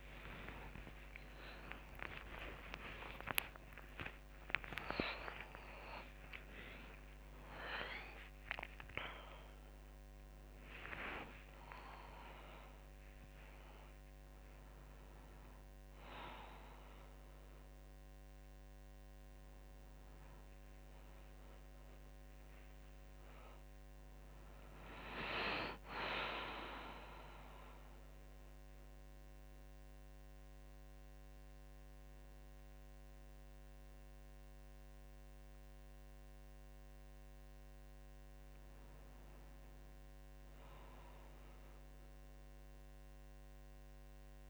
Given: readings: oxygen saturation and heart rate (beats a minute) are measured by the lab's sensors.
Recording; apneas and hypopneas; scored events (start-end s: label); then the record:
a person awake in a sleep study, by a microphone on the trachea; none
2.50-4.50 s: long interval between heartbeats (device-marked, heart rate 62 before, 69 extreme)
5.00-7.00 s: long interval between heartbeats (device-marked, heart rate 64 before, 86 extreme)
26.00-44.50 s: new sleep stage, N1 (lightest sleep)
From the record:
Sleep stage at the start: awake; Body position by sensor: on the back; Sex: female